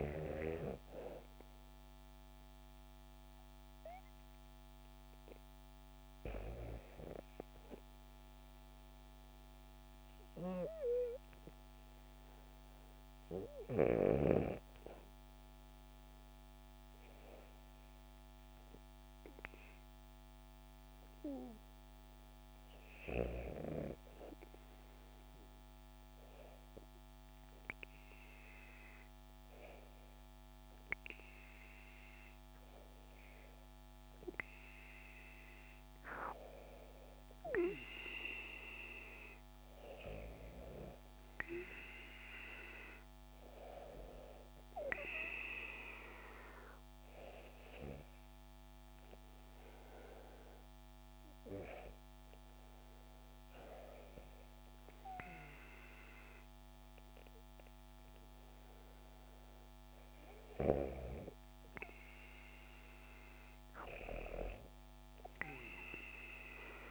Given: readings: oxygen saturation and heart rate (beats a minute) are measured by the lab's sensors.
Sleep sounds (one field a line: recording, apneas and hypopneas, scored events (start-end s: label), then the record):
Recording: breathing in sleep by a microphone on the trachea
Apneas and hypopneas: 1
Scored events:
4.50-20.50 s: hypopnea (oxygen 97% before, 94% lowest, heart rate 72 before, 70 extreme, up 2 after)
23.00-27.50 s: arousal
From the record:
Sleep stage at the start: REM sleep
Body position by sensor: on the back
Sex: female